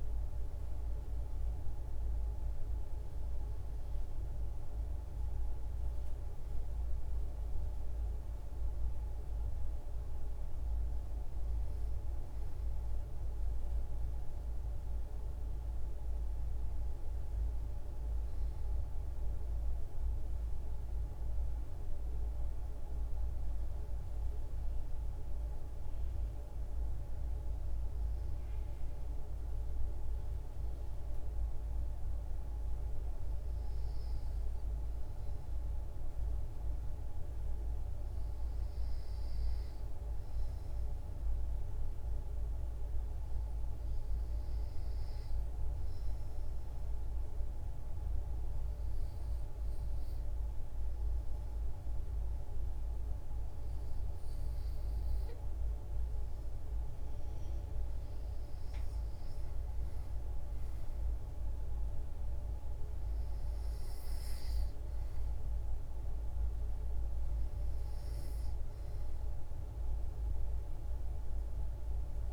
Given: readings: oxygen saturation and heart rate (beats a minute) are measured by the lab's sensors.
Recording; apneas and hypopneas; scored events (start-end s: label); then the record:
breathing in sleep, hard to hear, by a room microphone; 1
46.00-57.00 s: hypopnea (oxygen 94% before, 89% lowest, heart rate 59 before, 57 extreme, up 6 after)
60.00-64.00 s: arousal
64.50-72.33 s: oxygen desaturation (device-marked, oxygen 92% before, 89% lowest, heart rate 61 before, 57 extreme)
From the record:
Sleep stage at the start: N2 (light sleep); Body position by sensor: on the back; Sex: female